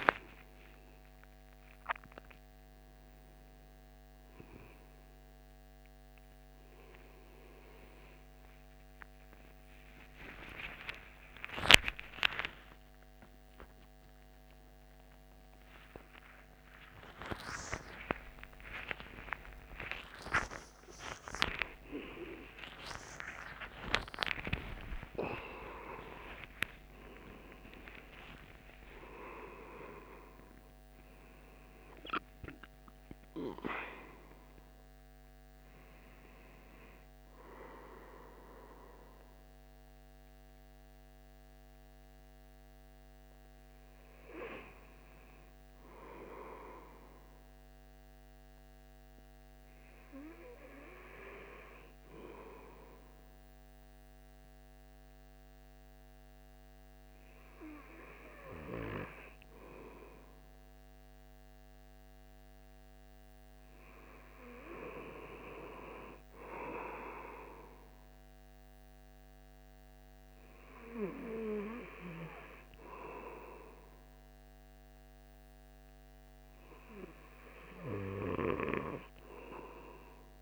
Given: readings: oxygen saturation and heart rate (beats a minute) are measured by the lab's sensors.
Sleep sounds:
a person awake in a sleep study, by a microphone on the trachea; 1
48.00-80.42 s: new sleep stage, N2 (light sleep)
49.50-64.00 s: hypopnea (oxygen 98% before, 95% lowest)
66.00-69.50 s: arousal
From the record:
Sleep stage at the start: awake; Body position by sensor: on the right side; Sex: male

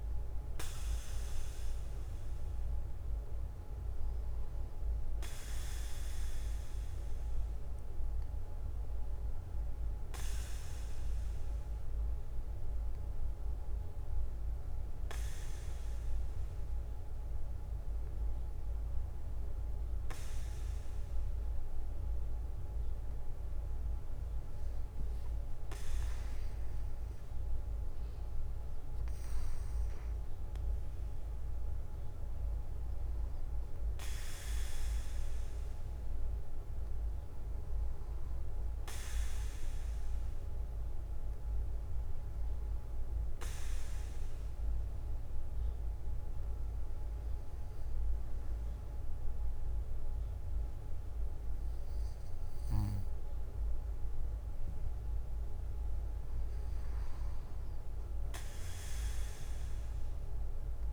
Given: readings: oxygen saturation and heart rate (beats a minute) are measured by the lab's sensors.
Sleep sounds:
breathing in sleep, hard to hear, by a room microphone; 2
4.00-19.00 s: bradycardia (device-marked, heart rate 59 before, 55 extreme)
11.00-23.50 s: hypopnea (oxygen 97% before, 95% lowest, heart rate 60 before, 54 extreme, up 5 after)
21.00-25.00 s: bradycardia (device-marked, heart rate 59 before, 56 extreme)
26.00-28.00 s: bradycardia (device-marked, heart rate 59 before, 58 extreme)
26.50-30.50 s: arousal
33.00-35.00 s: bradycardia (device-marked, heart rate 59 before, 61 extreme)
37.00-40.00 s: bradycardia (device-marked, heart rate 59 before, 58 extreme)
42.00-44.00 s: bradycardia (device-marked, heart rate 59 before, 59 extreme)
43.00-55.00 s: hypopnea (oxygen 97% before, 94% lowest, heart rate 60 before, 49 extreme, up 5 after)
57.00-60.93 s: arousal
57.00-60.93 s: bradycardia (device-marked, heart rate 59 before, 52 extreme)
From the record:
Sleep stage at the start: N2 (light sleep); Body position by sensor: on the back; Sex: male

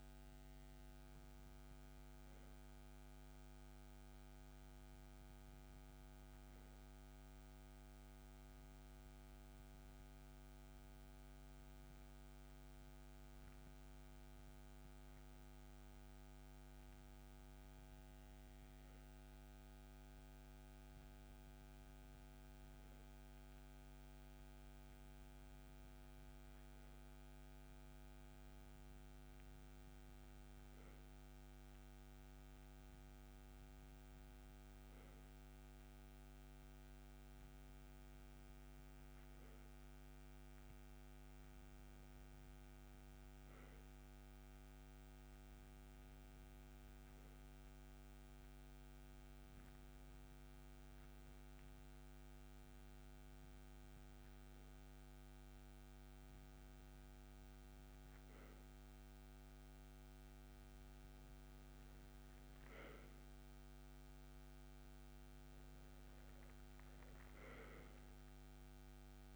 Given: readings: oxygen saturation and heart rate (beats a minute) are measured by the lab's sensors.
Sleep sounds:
breathing in sleep, hard to hear, by a microphone on the trachea; 1
7.00-18.00 s: hypopnea (oxygen 97% before, 93% lowest)
20.50-24.50 s: arousal
From the record:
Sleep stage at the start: N2 (light sleep); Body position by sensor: on the right side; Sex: male

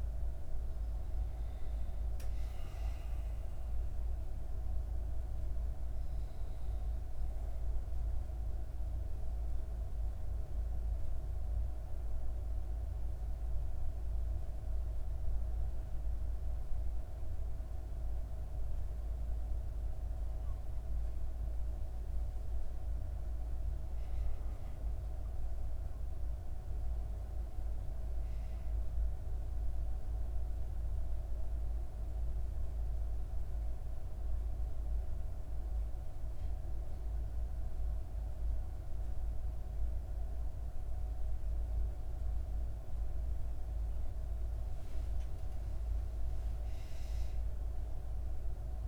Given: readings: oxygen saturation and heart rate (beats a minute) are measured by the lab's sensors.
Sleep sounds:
a person partly awake in a sleep study, hard to hear, by a room microphone; 2
3.00-48.88 s: new sleep stage, N1 (lightest sleep)
8.50-21.00 s: central apnea (oxygen 98% before, 93% lowest, heart rate 73 before, 62 extreme, up 4 after)
22.50-25.50 s: arousal
29.50-43.50 s: mixed apnea (oxygen 99% before, 93% lowest, heart rate 64 before, 63 extreme, up 5 after)
45.50-48.88 s: arousal
47.00-48.88 s: oxygen desaturation (device-marked, oxygen 97% before, 93% lowest, heart rate 64 before, 63 extreme)
From the record:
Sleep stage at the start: awake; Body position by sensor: on the back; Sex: female

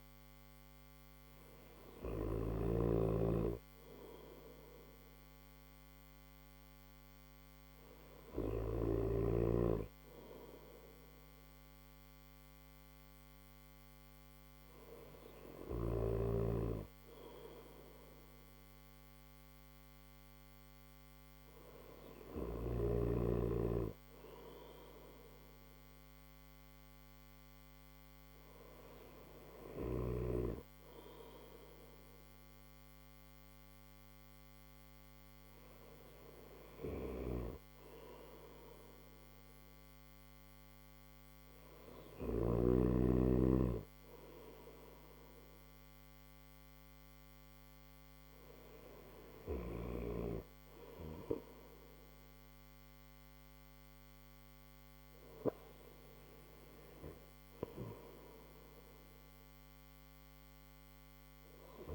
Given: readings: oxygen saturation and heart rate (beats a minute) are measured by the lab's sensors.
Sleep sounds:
breathing in sleep by a microphone on the trachea; none
15.50-61.95 s: new sleep stage, N1 (lightest sleep)
From the record:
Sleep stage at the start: N3 (deep sleep); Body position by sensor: on the right side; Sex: male

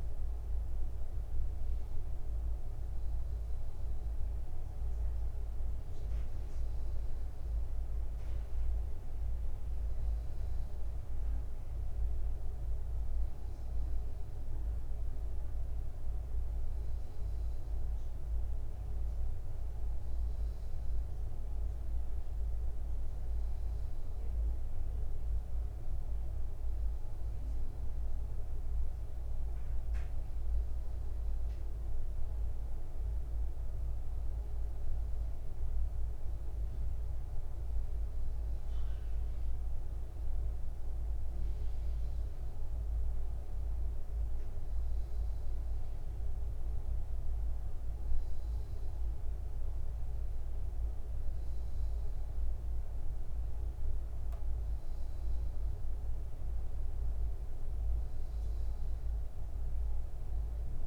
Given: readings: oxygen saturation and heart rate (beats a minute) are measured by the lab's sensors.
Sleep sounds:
breathing in sleep, hard to hear, by a room microphone; none
none scored
From the record:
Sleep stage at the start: N2 (light sleep); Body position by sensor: upright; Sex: male

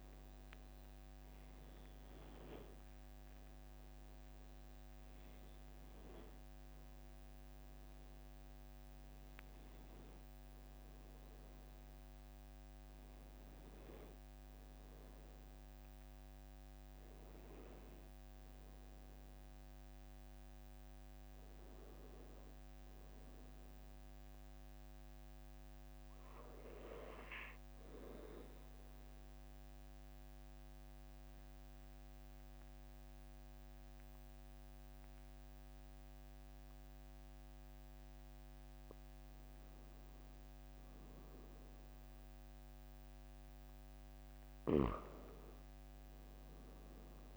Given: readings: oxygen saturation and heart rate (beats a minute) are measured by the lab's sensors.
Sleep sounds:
breathing in sleep by a microphone on the trachea; 1
27.50-39.50 s: obstructive apnea (oxygen 96% before, 93% lowest, heart rate 45 before, 43 extreme, up 2 after)
43.50-47.37 s: arousal
From the record:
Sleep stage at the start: REM sleep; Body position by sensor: on the back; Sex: male

